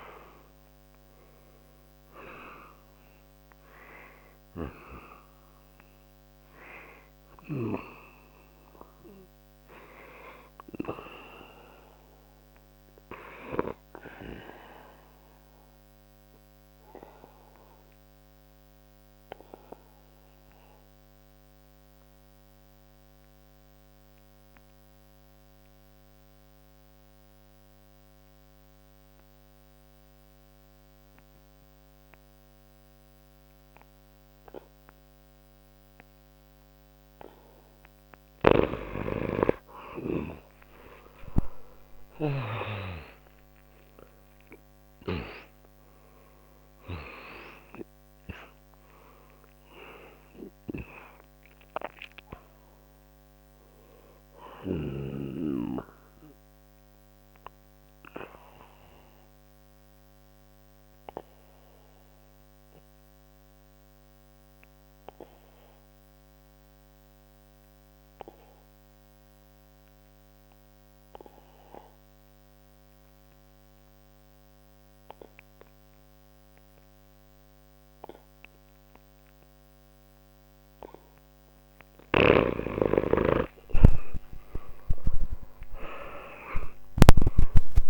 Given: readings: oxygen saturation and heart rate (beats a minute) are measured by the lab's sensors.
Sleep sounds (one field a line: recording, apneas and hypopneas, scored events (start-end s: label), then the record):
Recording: breathing in sleep by a microphone on the trachea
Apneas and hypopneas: 2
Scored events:
0.00-22.50 s: oxygen desaturation (device-marked, oxygen 87% lowest, heart rate 59 extreme)
12.00-37.00 s: obstructive apnea (oxygen 98% before, 85% lowest, heart rate 69 before, 59 extreme, up 1 after)
35.50-70.50 s: oxygen desaturation (device-marked, oxygen 98% before, 85% lowest, heart rate 61 before, 59 extreme)
38.00-42.50 s: snoring (device-marked)
39.50-44.50 s: arousal
54.50-80.50 s: obstructive apnea (oxygen 98% before, 85% lowest, heart rate 62 before, 59 extreme, up 30 after)
77.50-87.90 s: oxygen desaturation (device-marked, oxygen 98% before, 86% lowest, heart rate 60 before, 59 extreme)
83.00-87.90 s: arousal
From the record:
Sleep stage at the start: N2 (light sleep)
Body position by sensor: on the back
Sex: male